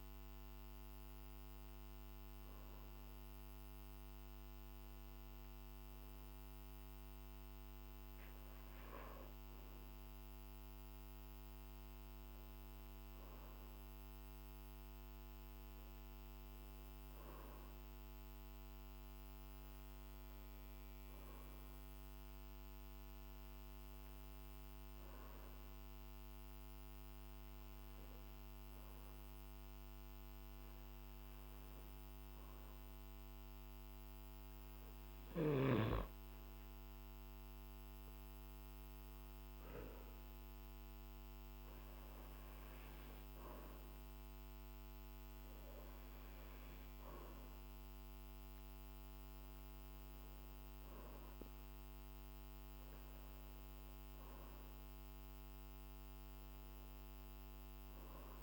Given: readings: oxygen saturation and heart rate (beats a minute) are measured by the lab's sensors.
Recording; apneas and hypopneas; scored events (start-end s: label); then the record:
breathing in sleep, hard to hear, by a microphone on the trachea; 1
19.50-34.50 s: hypopnea (oxygen 96% before, 94% lowest, heart rate 56 before, 48 extreme, up 4 after)
36.50-40.00 s: arousal
From the record:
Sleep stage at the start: N2 (light sleep); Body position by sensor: on the back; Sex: male